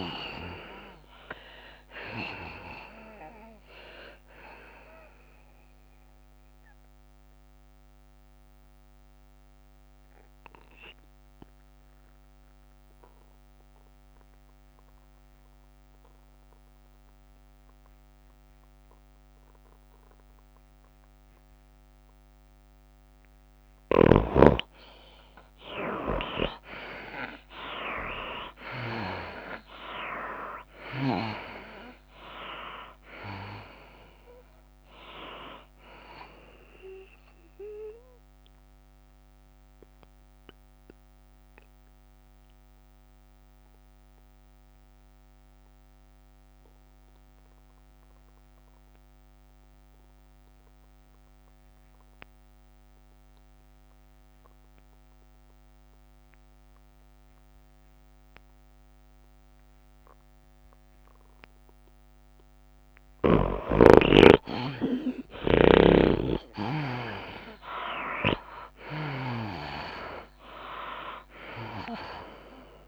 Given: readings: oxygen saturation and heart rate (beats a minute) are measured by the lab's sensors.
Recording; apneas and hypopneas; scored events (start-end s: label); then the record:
breathing in sleep by a microphone on the trachea; 2
0.00-14.00 s: drop in pulse transit time (device-marked, heart rate 109 before, 106 extreme)
0.00-19.00 s: oxygen desaturation (device-marked, oxygen 76% lowest, heart rate 94 extreme)
0.00-19.00 s: tachycardia (device-marked, heart rate 137 extreme)
1.50-3.50 s: long interval between heartbeats (device-marked, heart rate 110 before, 134 extreme)
4.00-6.00 s: long interval between heartbeats (device-marked, heart rate 114 before, 128 extreme)
7.50-25.50 s: mixed apnea (oxygen 98% before, 76% lowest, heart rate 116 before, 99 extreme, up 7 after)
21.00-48.00 s: oxygen desaturation (device-marked, oxygen 99% before, 80% lowest, heart rate 115 before, 95 extreme)
25.00-45.00 s: tachycardia (device-marked, heart rate 103 before, 110 extreme)
28.50-32.50 s: arousal
39.00-63.50 s: obstructive apnea (oxygen 99% before, 77% lowest, heart rate 103 before, 95 extreme, up 30 after)
54.00-72.88 s: oxygen desaturation (device-marked, oxygen 97% before, 77% lowest, heart rate 104 before, 96 extreme)
64.00-72.88 s: tachycardia (device-marked, heart rate 103 before, 168 extreme)
66.00-68.50 s: arousal
68.50-70.50 s: long interval between heartbeats (device-marked, heart rate 97 before, 110 extreme)
69.00-72.88 s: drop in pulse transit time (device-marked, heart rate 98 before, 107 extreme)
From the record:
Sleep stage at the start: N2 (light sleep); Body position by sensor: on the back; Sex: female